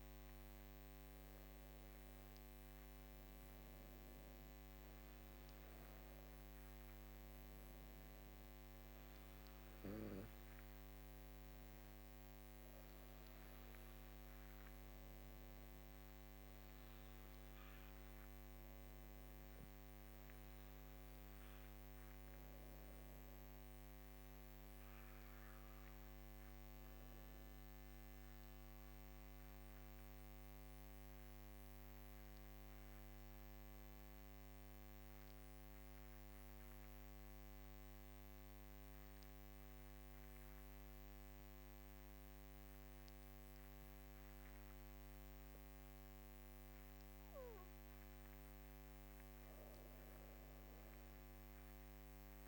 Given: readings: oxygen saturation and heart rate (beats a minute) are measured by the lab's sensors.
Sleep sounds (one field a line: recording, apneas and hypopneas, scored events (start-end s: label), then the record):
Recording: breathing in sleep, hard to hear, by a microphone on the trachea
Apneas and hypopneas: 1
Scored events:
0.00-19.00 s: oxygen desaturation (device-marked, oxygen 95% lowest, heart rate 52 extreme)
28.00-46.50 s: obstructive apnea (oxygen 99% before, 94% lowest, heart rate 57 before, 56 extreme, up 17 after)
47.00-52.48 s: oxygen desaturation (device-marked, oxygen 99% before, 94% lowest, heart rate 61 before, 52 extreme)
48.00-52.00 s: arousal
From the record:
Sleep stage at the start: N2 (light sleep)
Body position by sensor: on the back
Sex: female